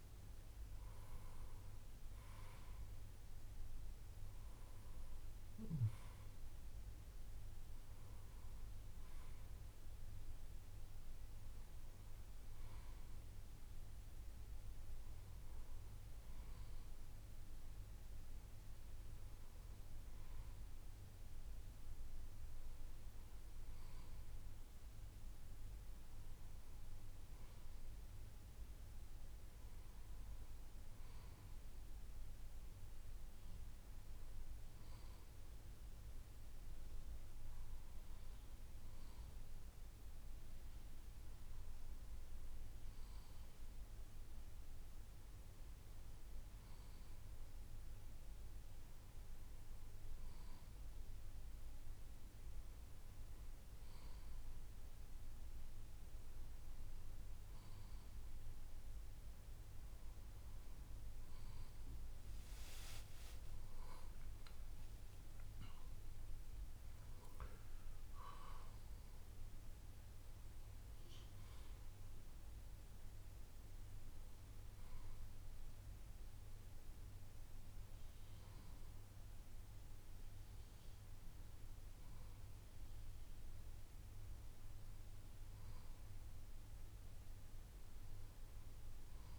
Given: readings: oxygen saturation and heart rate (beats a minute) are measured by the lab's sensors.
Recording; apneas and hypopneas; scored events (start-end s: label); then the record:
breathing in sleep, hard to hear, by a room microphone; none
1.00-89.38 s: new sleep stage, N1 (lightest sleep)
61.50-66.00 s: arousal
From the record:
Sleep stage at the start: N2 (light sleep); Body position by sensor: on the left side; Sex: male